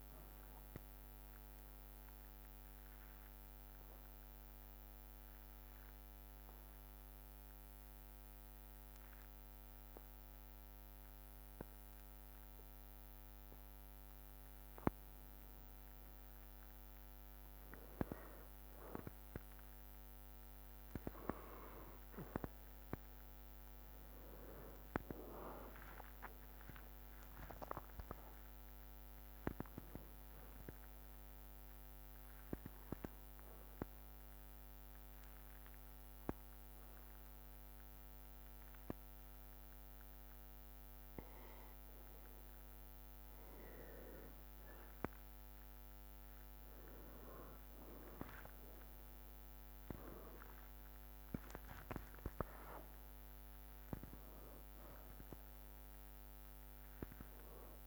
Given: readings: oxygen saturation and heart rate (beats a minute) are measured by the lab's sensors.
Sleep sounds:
breathing in sleep by a microphone on the trachea; 2
1.00-25.00 s: bradycardia (device-marked, heart rate 64 before, 54 extreme)
1.50-14.00 s: obstructive apnea (oxygen 96% before, 94% lowest, heart rate 63 before, 54 extreme, up 1 after)
22.50-26.50 s: arousal
31.00-49.00 s: bradycardia (device-marked, heart rate 61 before, 56 extreme)
32.00-44.50 s: obstructive apnea (oxygen 98% before, 96% lowest, heart rate 57 before, 55 extreme, up 4 after)
46.50-50.00 s: arousal
48.00-57.87 s: drop in pulse transit time (device-marked, heart rate 58 before, 57 extreme)
From the record:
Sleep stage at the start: N2 (light sleep); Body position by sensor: on the back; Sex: male

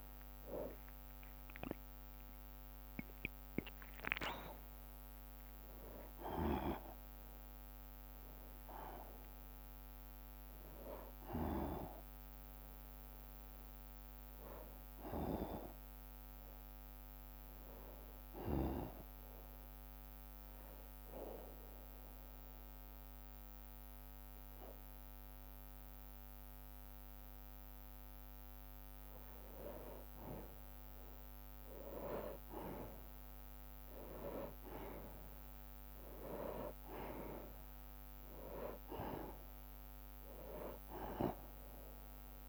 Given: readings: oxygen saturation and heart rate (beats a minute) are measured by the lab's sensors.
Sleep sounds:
breathing in sleep by a microphone on the trachea; 1
0.00-3.00 s: drop in pulse transit time (device-marked, heart rate 69 extreme)
1.00-3.00 s: long interval between heartbeats (device-marked, heart rate 67 before, 105 extreme)
4.50-6.50 s: long interval between heartbeats (device-marked, heart rate 74 before, 97 extreme)
8.00-32.00 s: bradycardia (device-marked, heart rate 68 before, 44 extreme)
10.00-12.00 s: long interval between heartbeats (device-marked, heart rate 83 before, 57 extreme)
13.00-16.50 s: arousal
16.00-26.00 s: drop in pulse transit time (device-marked, heart rate 80 before, 44 extreme)
17.00-19.00 s: long interval between heartbeats (device-marked, heart rate 78 before, 49 extreme)
18.50-29.00 s: obstructive apnea (oxygen 97% before, 90% lowest, heart rate 77 before, 44 extreme, up 16 after)
30.50-35.00 s: arousal
31.50-33.50 s: long interval between heartbeats (device-marked, heart rate 51 before, 46 extreme)
32.00-42.49 s: oxygen desaturation (device-marked, oxygen 97% before, 93% lowest, heart rate 51 before, 56 extreme)
33.50-35.50 s: long interval between heartbeats (device-marked, heart rate 50 before, 54 extreme)
37.00-42.49 s: bradycardia (device-marked, heart rate 67 before, 56 extreme)
From the record:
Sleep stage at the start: N2 (light sleep); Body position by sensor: on the back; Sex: male

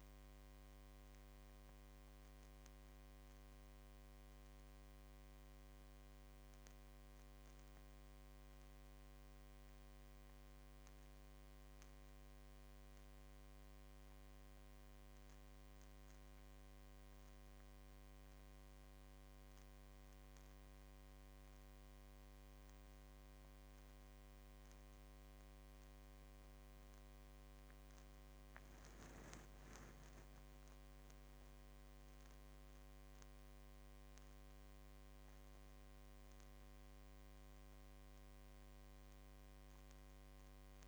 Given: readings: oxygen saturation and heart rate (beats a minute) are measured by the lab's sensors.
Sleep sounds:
breathing in sleep, hard to hear, by a microphone on the trachea; none
0.00-26.00 s: oxygen desaturation (device-marked, oxygen 97% before, 94% lowest, heart rate 65 before, 54 extreme)
27.50-31.00 s: arousal
From the record:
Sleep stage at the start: N1 (lightest sleep); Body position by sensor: on the left side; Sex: male

